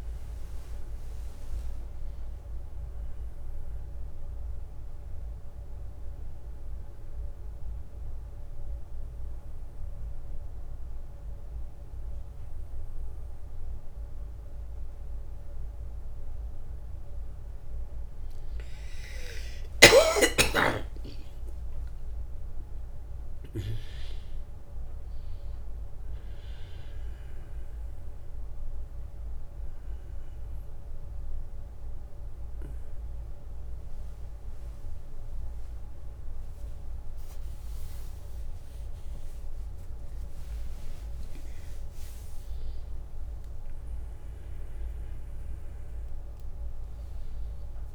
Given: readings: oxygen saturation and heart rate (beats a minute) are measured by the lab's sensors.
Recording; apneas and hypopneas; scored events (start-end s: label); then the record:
a person awake in a sleep study, by a room microphone; none
45.00-47.95 s: new sleep stage, N1 (lightest sleep)
From the record:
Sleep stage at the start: awake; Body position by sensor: on the back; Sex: male